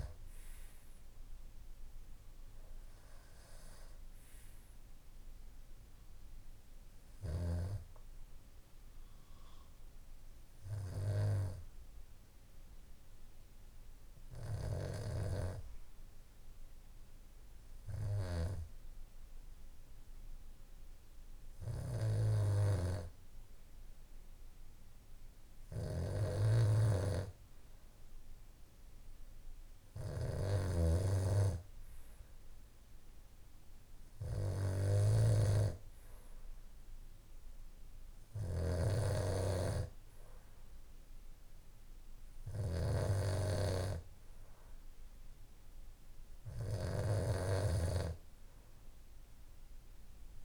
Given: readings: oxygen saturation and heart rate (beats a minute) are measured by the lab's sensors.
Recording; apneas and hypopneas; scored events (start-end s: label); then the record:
breathing in sleep by a room microphone; 1
0.00-25.00 s: oxygen desaturation (device-marked, oxygen 90% lowest, heart rate 55 extreme)
9.00-25.00 s: hypopnea (oxygen 96% before, 90% lowest, heart rate 59 before, 57 extreme, up 1 after)
26.00-30.50 s: snoring (device-marked)
27.00-31.50 s: arousal
38.00-50.45 s: oxygen desaturation (device-marked, oxygen 96% before, 91% lowest, heart rate 58 before, 57 extreme)
38.00-50.45 s: snoring (device-marked)
From the record:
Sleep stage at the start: N2 (light sleep); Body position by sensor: on the back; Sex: male